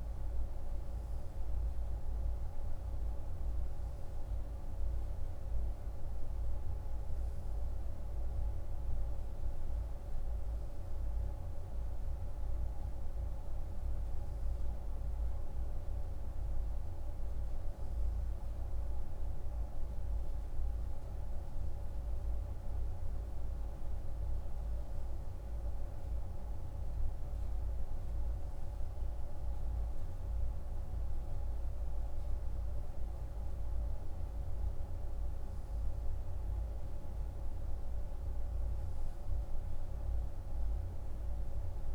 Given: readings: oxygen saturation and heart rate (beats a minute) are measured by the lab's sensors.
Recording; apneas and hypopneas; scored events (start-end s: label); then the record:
breathing in sleep, hard to hear, by a room microphone; none
none scored
From the record:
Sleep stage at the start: N2 (light sleep); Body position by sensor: on the right side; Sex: male